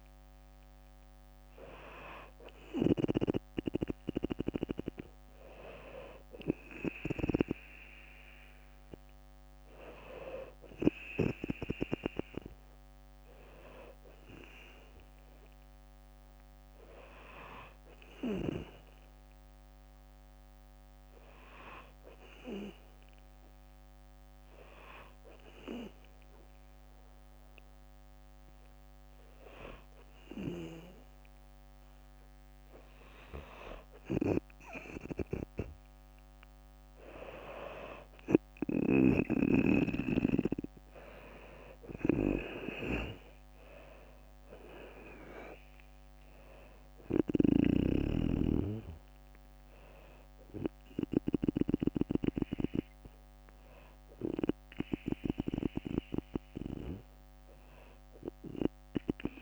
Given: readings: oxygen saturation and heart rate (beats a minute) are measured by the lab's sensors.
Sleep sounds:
breathing in sleep by a microphone on the trachea; 1
3.00-6.50 s: arousal
13.50-26.00 s: hypopnea (oxygen 97% before, 92% lowest, heart rate 62 before, 61 extreme, up 1 after)
30.50-34.00 s: arousal
36.00-59.42 s: oxygen desaturation (device-marked, oxygen 96% before, 92% lowest, heart rate 63 before, 58 extreme)
41.00-55.00 s: drop in pulse transit time (device-marked, heart rate 63 before, 59 extreme)
50.00-59.42 s: bradycardia (device-marked, heart rate 63 before, 58 extreme)
From the record:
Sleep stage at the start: N2 (light sleep); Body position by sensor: on the back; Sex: female

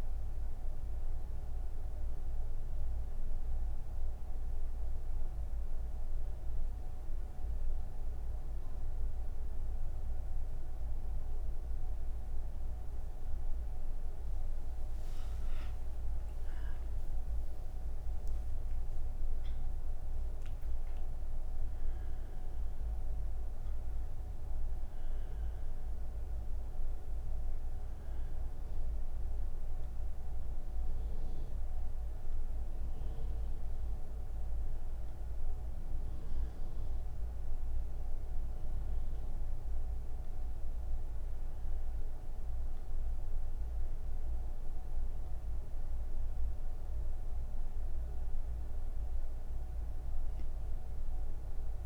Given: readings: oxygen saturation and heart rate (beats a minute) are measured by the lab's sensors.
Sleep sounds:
breathing in sleep, hard to hear, by a room microphone; none
none scored
From the record:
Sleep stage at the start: N3 (deep sleep); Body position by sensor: on the back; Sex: female

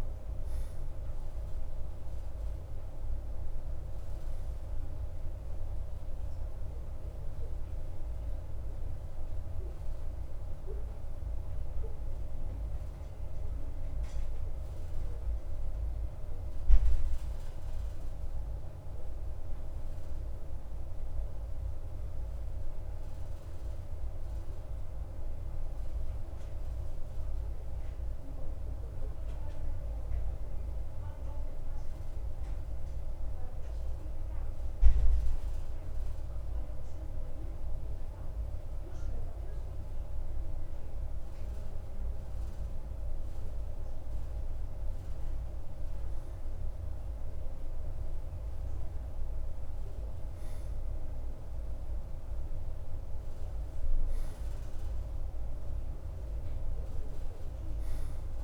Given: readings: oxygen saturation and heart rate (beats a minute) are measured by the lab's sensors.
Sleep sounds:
breathing in sleep, hard to hear, by a room microphone; 1
17.50-37.50 s: obstructive apnea (oxygen 94% before, 92% lowest, heart rate 55 before, 49 extreme, up 6 after)
40.50-44.50 s: arousal
From the record:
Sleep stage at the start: N2 (light sleep); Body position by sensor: on the right side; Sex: male

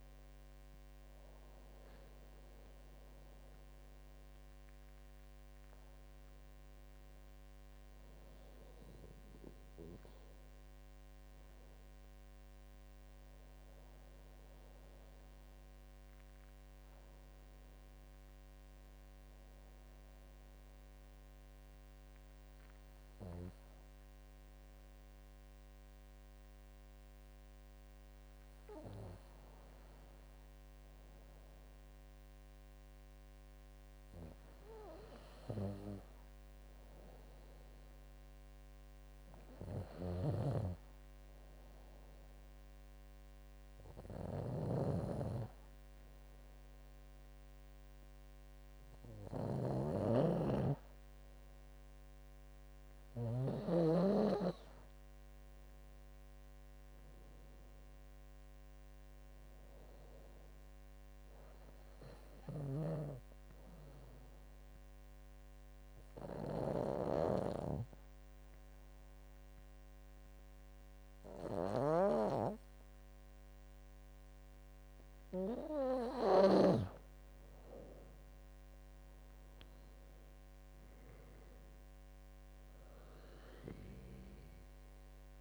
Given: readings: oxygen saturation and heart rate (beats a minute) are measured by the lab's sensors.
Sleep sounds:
a person partly awake in a sleep study, by a microphone on the trachea; 2
7.00-37.00 s: new sleep stage, N1 (lightest sleep)
37.00-85.41 s: new sleep stage, N2 (light sleep)
39.50-53.50 s: snoring (device-marked)
40.50-53.00 s: hypopnea (oxygen 97% before, 90% lowest, heart rate 76 before, 77 extreme, up 10 after)
55.00-58.50 s: arousal
58.00-72.00 s: oxygen desaturation (device-marked, oxygen 95% before, 91% lowest, heart rate 80 before, 74 extreme)
62.50-76.50 s: snoring (device-marked)
64.50-76.50 s: obstructive apnea (oxygen 96% before, 89% lowest, heart rate 82 before, 74 extreme, up 7 after)
78.00-85.41 s: drop in pulse transit time (device-marked, heart rate 85 before, 81 extreme)
78.50-82.50 s: arousal
From the record:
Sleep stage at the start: awake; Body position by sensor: on the back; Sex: female

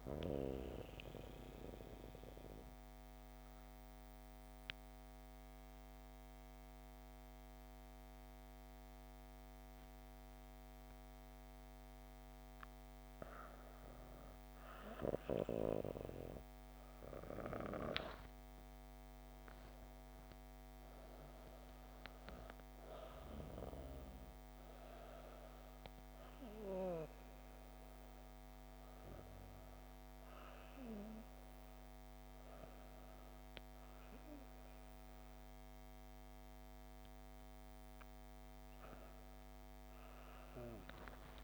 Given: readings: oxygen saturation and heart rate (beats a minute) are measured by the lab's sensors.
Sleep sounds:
breathing in sleep by a microphone on the trachea; 1
3.00-13.50 s: obstructive apnea (oxygen 97% before, 95% lowest, heart rate 82 before, 63 extreme, up 31 after)
15.50-19.00 s: arousal
15.50-41.44 s: new sleep stage, N2 (light sleep)
From the record:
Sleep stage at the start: REM sleep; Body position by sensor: on the back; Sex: female

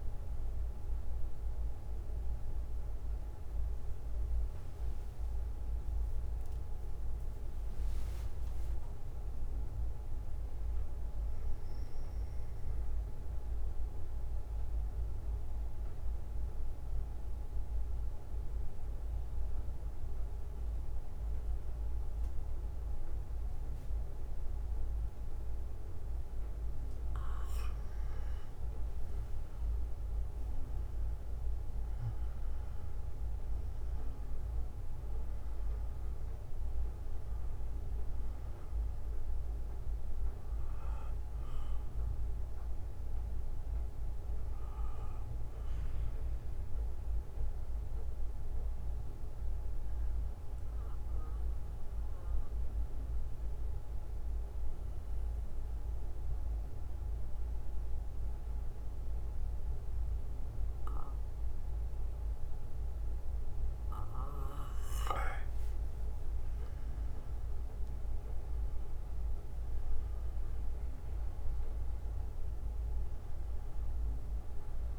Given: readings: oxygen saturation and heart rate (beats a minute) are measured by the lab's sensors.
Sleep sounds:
breathing in sleep, hard to hear, by a room microphone; 2
0.00-13.00 s: oxygen desaturation (device-marked, oxygen 90% lowest, heart rate 50 extreme)
9.50-12.50 s: arousal
14.50-27.50 s: central apnea (oxygen 96% before, 91% lowest, heart rate 67 before, 49 extreme, up 21 after)
15.00-24.00 s: bradycardia (device-marked, heart rate 60 before, 50 extreme)
30.00-34.00 s: arousal
33.00-60.00 s: oxygen desaturation (device-marked, oxygen 98% before, 91% lowest, heart rate 62 before, 49 extreme)
40.00-65.00 s: bradycardia (device-marked, heart rate 60 before, 49 extreme)
44.00-66.00 s: mixed apnea (oxygen 98% before, 91% lowest, heart rate 65 before, 47 extreme, up 13 after)
69.50-73.50 s: arousal
From the record:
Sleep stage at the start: N2 (light sleep); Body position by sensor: on the back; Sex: male

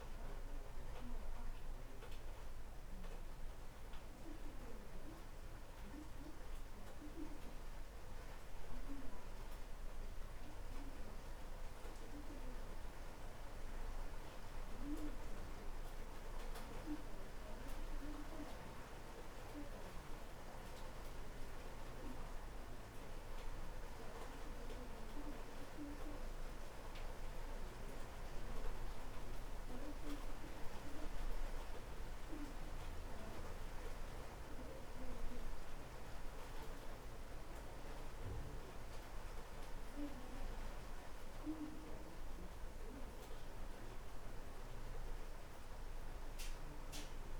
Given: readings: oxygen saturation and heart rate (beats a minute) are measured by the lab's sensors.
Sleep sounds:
breathing in sleep by a room microphone; none
none scored
From the record:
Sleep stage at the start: N1 (lightest sleep); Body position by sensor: on the right side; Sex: male

